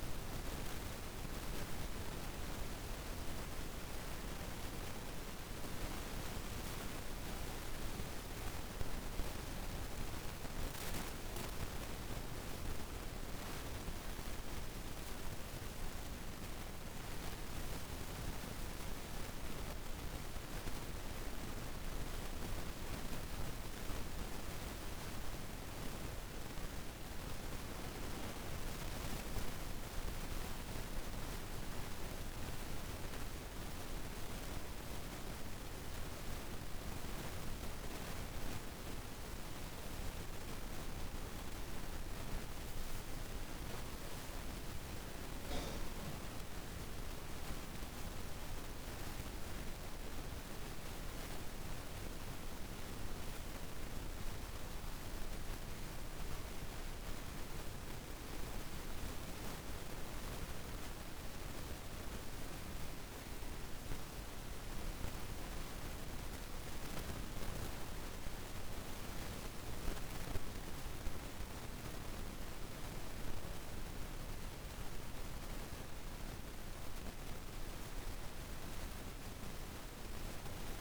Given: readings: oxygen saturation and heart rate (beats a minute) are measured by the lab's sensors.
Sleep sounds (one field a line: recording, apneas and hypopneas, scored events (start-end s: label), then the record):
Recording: breathing in sleep, hard to hear, by a room microphone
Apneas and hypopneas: none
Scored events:
none scored
From the record:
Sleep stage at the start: N2 (light sleep)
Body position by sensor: on the right side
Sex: female